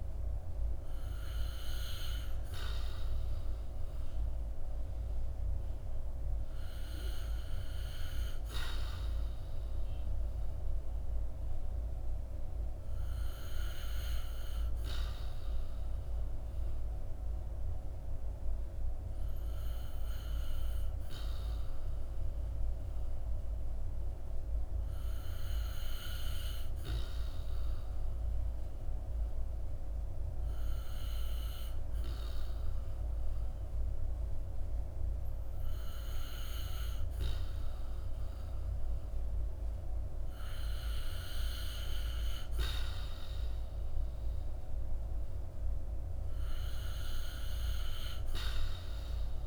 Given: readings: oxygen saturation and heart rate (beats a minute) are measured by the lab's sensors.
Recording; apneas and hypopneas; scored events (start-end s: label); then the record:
breathing in sleep by a room microphone; none
0.00-2.50 s: oxygen desaturation (device-marked, oxygen 90% lowest, heart rate 53 extreme)
From the record:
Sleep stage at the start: REM sleep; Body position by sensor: on the back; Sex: male